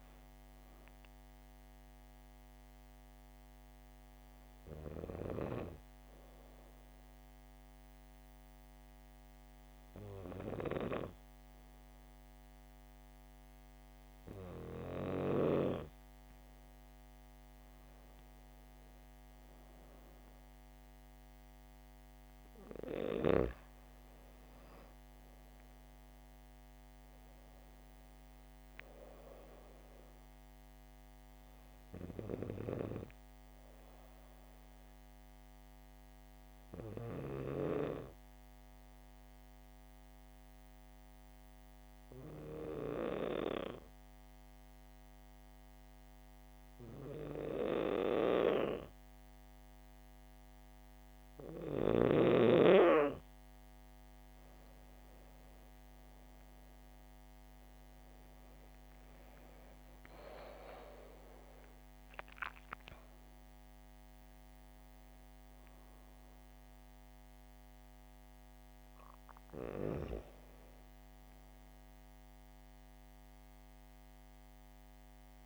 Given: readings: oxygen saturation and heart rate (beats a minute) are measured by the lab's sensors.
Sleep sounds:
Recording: breathing in sleep by a microphone on the trachea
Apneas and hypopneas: 2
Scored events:
0.00-1.50 s: arousal
3.00-16.50 s: hypopnea (oxygen 99% before, 93% lowest, heart rate 69 before, 65 extreme, up 2 after)
22.00-26.00 s: arousal
35.00-53.00 s: hypopnea (oxygen 98% before, 93% lowest, heart rate 67 before, 66 extreme, up 7 after)
54.00-57.00 s: arousal
56.00-72.00 s: oxygen desaturation (device-marked, oxygen 98% before, 93% lowest, heart rate 67 before, 66 extreme)
From the record:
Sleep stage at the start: N2 (light sleep)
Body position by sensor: on the back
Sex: female

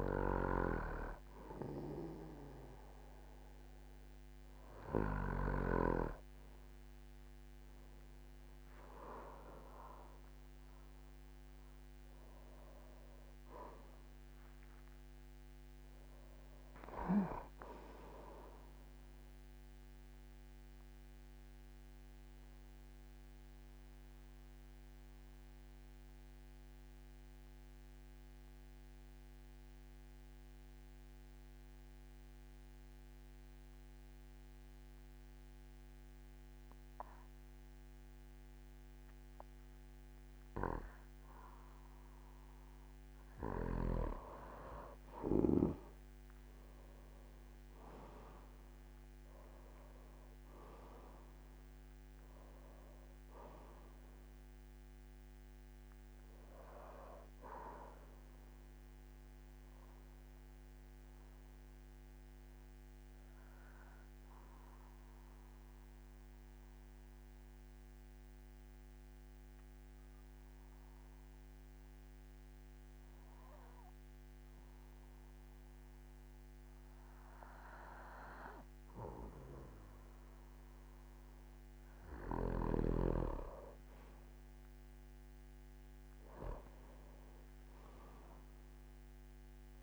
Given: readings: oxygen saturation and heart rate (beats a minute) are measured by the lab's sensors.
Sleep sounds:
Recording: breathing in sleep by a microphone on the trachea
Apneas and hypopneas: 2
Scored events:
9.50-13.00 s: arousal
20.50-43.00 s: mixed apnea (oxygen 96% before, 90% lowest, heart rate 58 before, 45 extreme, up 17 after)
44.50-48.50 s: arousal
48.00-70.00 s: oxygen desaturation (device-marked, oxygen 98% before, 90% lowest, heart rate 51 before, 45 extreme)
60.00-80.50 s: obstructive apnea (oxygen 98% before, 90% lowest, heart rate 60 before, 45 extreme, up 16 after)
87.00-89.83 s: arousal
87.00-89.83 s: oxygen desaturation (device-marked, oxygen 99% before, 92% lowest, heart rate 48 before, 46 extreme)
From the record:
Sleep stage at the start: N2 (light sleep)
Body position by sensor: on the back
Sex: male

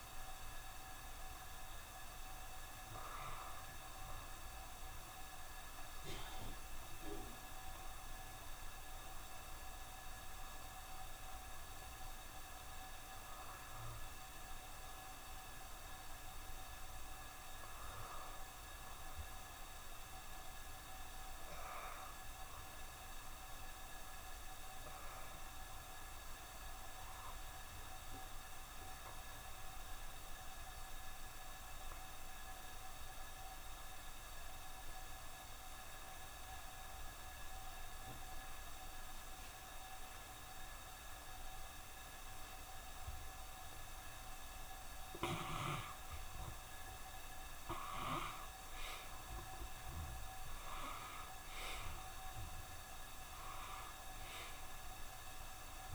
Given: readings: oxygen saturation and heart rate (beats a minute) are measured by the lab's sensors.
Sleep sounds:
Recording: breathing in sleep, hard to hear, by a room microphone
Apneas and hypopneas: 1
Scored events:
0.00-11.00 s: oxygen desaturation (device-marked, oxygen 86% lowest, heart rate 67 extreme)
4.00-44.00 s: obstructive apnea (oxygen 93% before, 86% lowest, heart rate 69 before, 67 extreme, up 2 after)
44.00-55.95 s: oxygen desaturation (device-marked, oxygen 94% before, 86% lowest, heart rate 68 before, 67 extreme)
46.00-50.50 s: arousal
From the record:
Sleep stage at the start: N2 (light sleep)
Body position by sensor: on the back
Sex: male

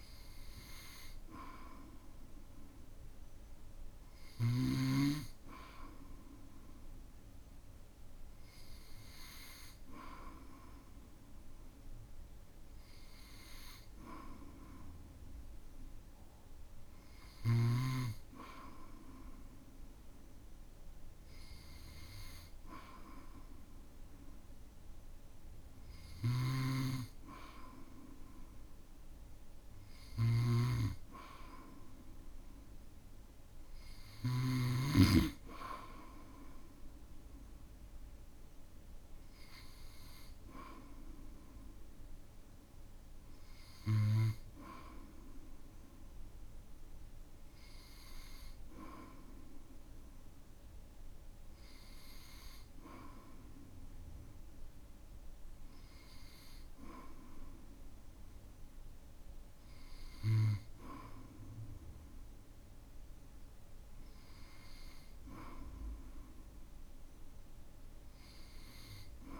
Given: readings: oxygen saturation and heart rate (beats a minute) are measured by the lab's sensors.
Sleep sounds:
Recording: breathing in sleep by a room microphone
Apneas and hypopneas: none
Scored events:
26.00-34.50 s: snoring (device-marked)
From the record:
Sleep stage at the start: N2 (light sleep)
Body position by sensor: on the back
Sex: male

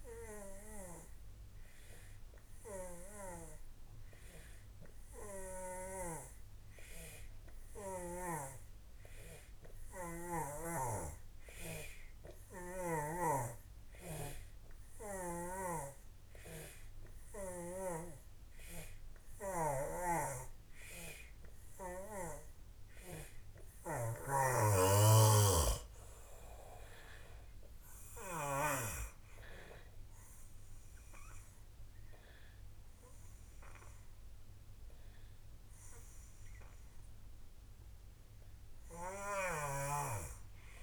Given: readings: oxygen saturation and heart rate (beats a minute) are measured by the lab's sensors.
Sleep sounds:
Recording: breathing in sleep by a room microphone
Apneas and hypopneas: none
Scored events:
0.00-3.50 s: snoring (device-marked)
15.50-20.00 s: snoring (device-marked)
22.00-28.50 s: snoring (device-marked)
39.00-40.83 s: snoring (device-marked)
From the record:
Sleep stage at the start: N3 (deep sleep)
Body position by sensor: on the back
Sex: male

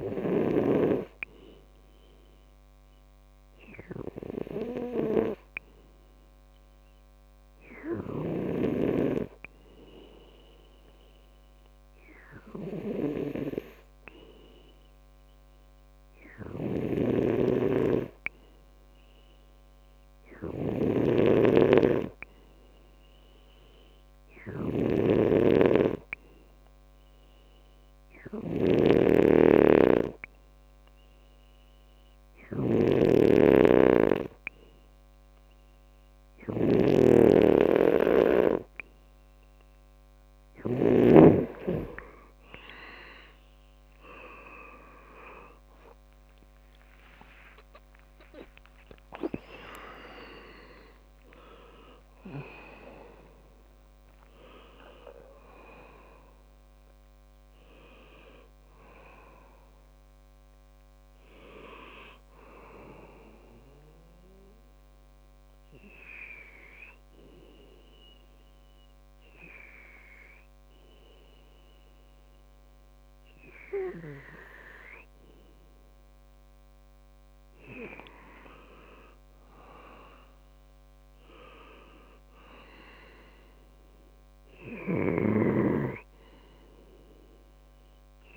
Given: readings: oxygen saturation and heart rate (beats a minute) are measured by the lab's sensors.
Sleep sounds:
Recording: breathing in sleep by a microphone on the trachea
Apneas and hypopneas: 2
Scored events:
0.00-12.00 s: oxygen desaturation (device-marked, oxygen 92% lowest, heart rate 64 extreme)
12.50-37.00 s: hypopnea (oxygen 95% before, 91% lowest, heart rate 67 before, 64 extreme, up 5 after)
28.50-41.00 s: snoring (device-marked)
37.00-51.00 s: oxygen desaturation (device-marked, oxygen 97% before, 93% lowest, heart rate 65 before, 61 extreme)
45.00-50.00 s: arousal
49.50-51.50 s: long interval between heartbeats (device-marked, heart rate 67 before, 82 extreme)
56.00-77.00 s: oxygen desaturation (device-marked, oxygen 94% before, 91% lowest, heart rate 78 before, 60 extreme)
64.00-75.50 s: hypopnea (oxygen 96% before, 92% lowest, heart rate 83 before, 60 extreme, up 9 after)
78.00-81.50 s: arousal
From the record:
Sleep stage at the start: N2 (light sleep)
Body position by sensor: on the back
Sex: male

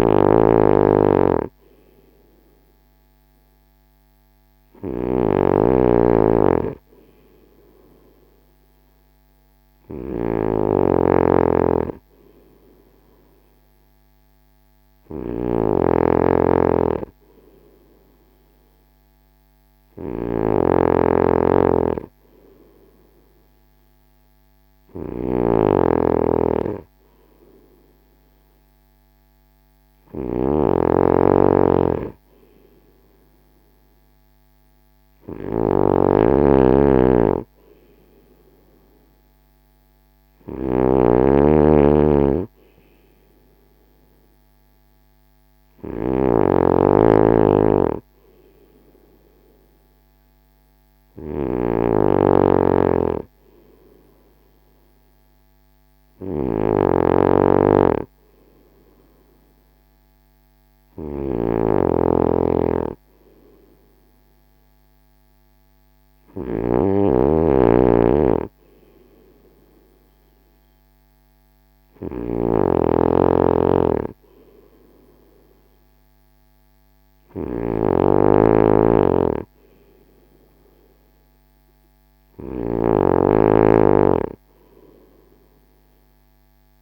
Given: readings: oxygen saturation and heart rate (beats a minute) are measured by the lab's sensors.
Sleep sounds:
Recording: breathing in sleep by a microphone on the trachea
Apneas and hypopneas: none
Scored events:
0.00-86.81 s: snoring (device-marked)
From the record:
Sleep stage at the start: N2 (light sleep)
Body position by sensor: on the front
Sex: male

